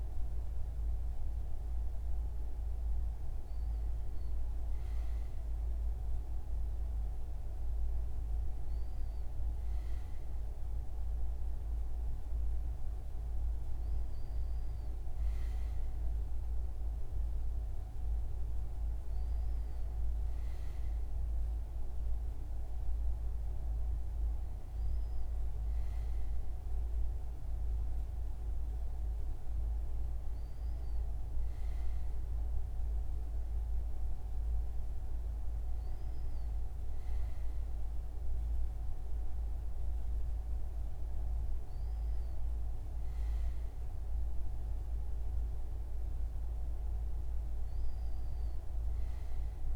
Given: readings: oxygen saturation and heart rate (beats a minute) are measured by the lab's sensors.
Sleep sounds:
breathing in sleep, hard to hear, by a room microphone; none
none scored
From the record:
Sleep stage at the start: N2 (light sleep); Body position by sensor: on the front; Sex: male

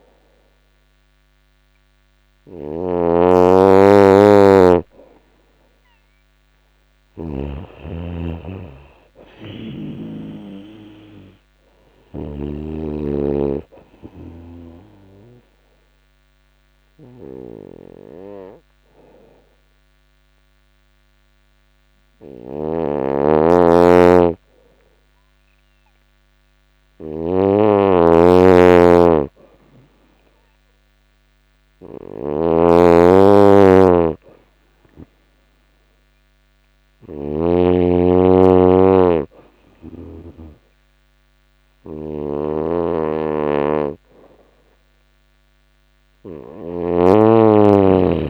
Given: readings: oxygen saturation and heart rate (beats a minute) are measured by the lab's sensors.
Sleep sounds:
breathing in sleep by a microphone on the trachea; 1
0.00-7.00 s: snoring (device-marked)
0.00-10.00 s: oxygen desaturation (device-marked, oxygen 97% before, 89% lowest, heart rate 85 before, 85 extreme)
13.00-23.50 s: obstructive apnea (oxygen 97% before, 87% lowest, heart rate 86 before, 85 extreme, up 3 after)
21.50-37.00 s: snoring (device-marked)
25.50-29.00 s: arousal
41.00-48.00 s: oxygen desaturation (device-marked, oxygen 96% before, 91% lowest, heart rate 86 before, 84 extreme)
41.50-46.00 s: snoring (device-marked)
From the record:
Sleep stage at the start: N2 (light sleep); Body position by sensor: on the right side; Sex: female

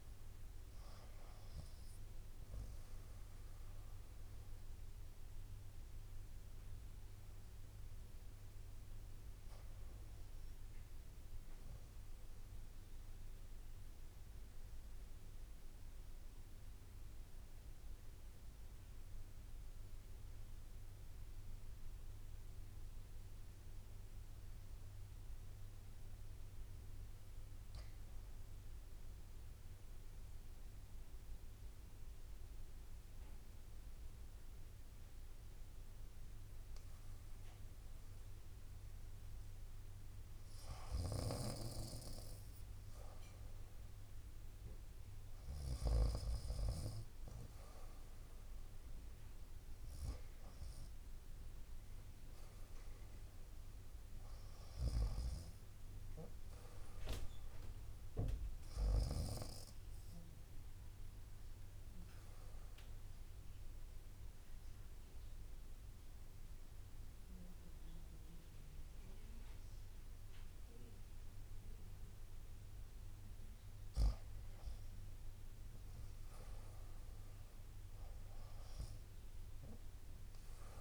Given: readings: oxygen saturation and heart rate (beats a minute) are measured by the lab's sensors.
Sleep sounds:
breathing in sleep by a room microphone; 2
13.50-39.00 s: obstructive apnea (oxygen 93% before, 85% lowest, heart rate 67 before, 62 extreme, up 3 after)
33.00-50.00 s: oxygen desaturation (device-marked, oxygen 92% before, 85% lowest, heart rate 66 before, 62 extreme)
41.50-46.00 s: arousal
53.00-63.00 s: drop in pulse transit time (device-marked, heart rate 64 before, 67 extreme)
59.50-72.00 s: obstructive apnea (oxygen 91% before, 85% lowest, heart rate 65 before, 64 extreme)
From the record:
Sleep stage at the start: REM sleep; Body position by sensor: on the right side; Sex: female

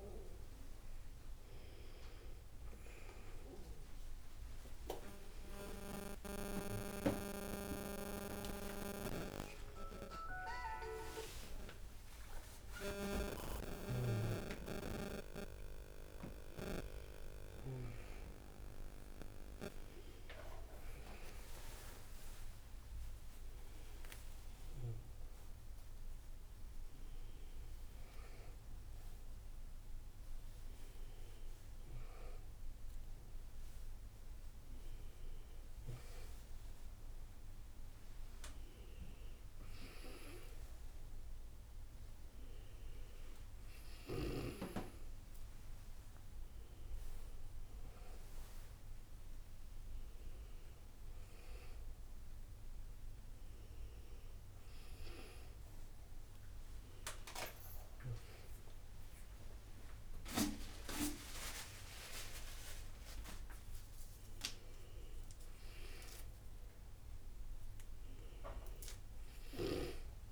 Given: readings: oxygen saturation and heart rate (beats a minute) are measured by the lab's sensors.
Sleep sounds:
a person awake in a sleep study, by a room microphone; none
none scored
From the record:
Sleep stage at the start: awake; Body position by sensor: on the back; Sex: female

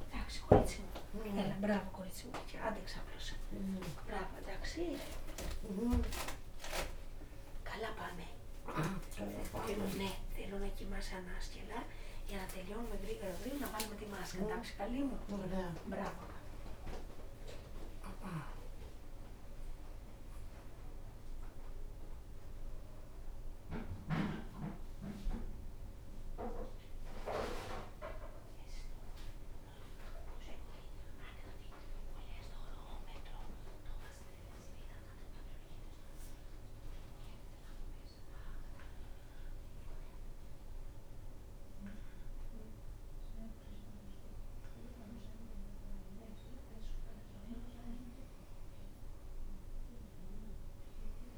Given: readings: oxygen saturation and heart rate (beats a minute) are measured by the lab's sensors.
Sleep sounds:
a person awake in a sleep study, by a room microphone; none
none scored
From the record:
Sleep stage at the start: awake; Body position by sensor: upright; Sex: female

